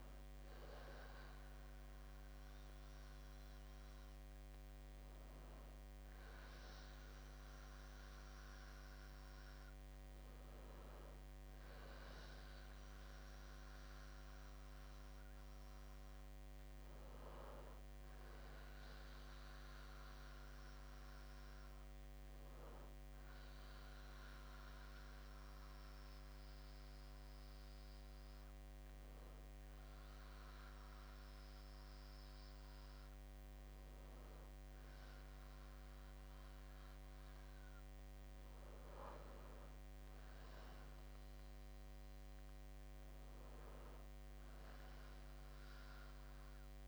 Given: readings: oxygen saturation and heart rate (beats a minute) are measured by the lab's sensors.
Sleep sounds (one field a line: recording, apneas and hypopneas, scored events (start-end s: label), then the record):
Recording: breathing in sleep, hard to hear, by a microphone on the trachea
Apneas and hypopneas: none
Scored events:
45.50-46.88 s: arousal
From the record:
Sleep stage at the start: N2 (light sleep)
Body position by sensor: on the back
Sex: male